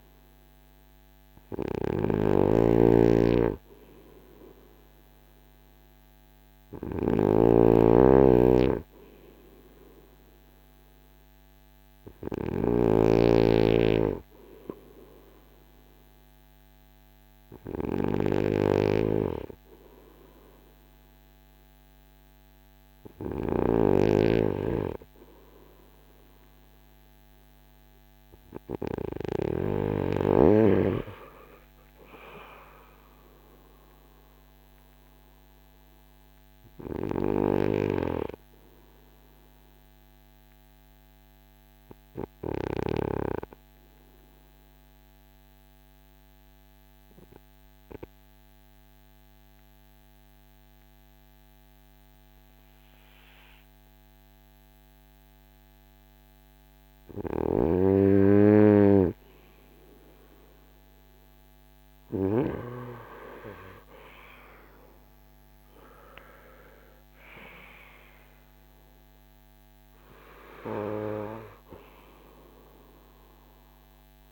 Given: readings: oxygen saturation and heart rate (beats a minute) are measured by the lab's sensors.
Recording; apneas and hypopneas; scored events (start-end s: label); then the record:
breathing in sleep by a microphone on the trachea; 1
0.00-12.50 s: snoring (device-marked)
18.50-23.50 s: snoring (device-marked)
44.00-56.50 s: obstructive apnea (oxygen 94% before, 91% lowest, heart rate 54 before, 47 extreme, up 5 after)
62.00-66.00 s: arousal
From the record:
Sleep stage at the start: N2 (light sleep); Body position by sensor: on the front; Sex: male